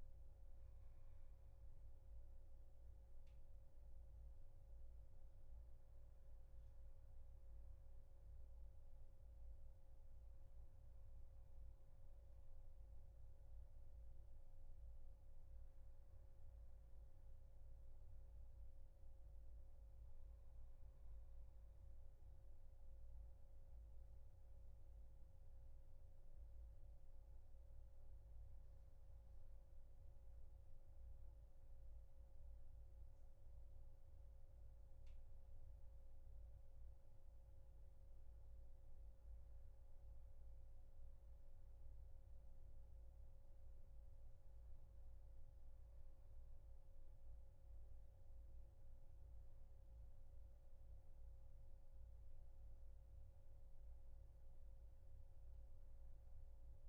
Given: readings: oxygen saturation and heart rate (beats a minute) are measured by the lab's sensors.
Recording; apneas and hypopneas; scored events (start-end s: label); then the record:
breathing in sleep, hard to hear, by a room microphone; none
24.00-56.89 s: new sleep stage, N2 (light sleep)
From the record:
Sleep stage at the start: N1 (lightest sleep); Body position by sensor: on the back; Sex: male